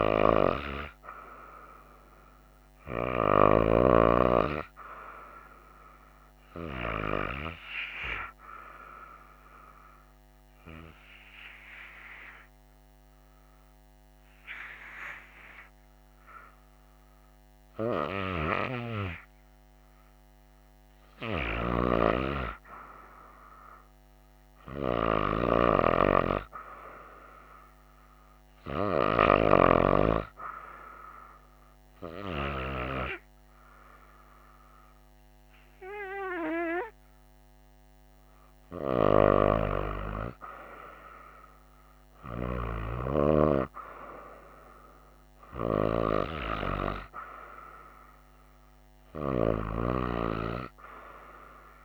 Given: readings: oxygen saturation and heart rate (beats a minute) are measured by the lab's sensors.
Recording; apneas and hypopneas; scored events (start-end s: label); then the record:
breathing in sleep by a microphone on the trachea; none
none scored
From the record:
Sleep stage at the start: REM sleep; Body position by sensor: on the right side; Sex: female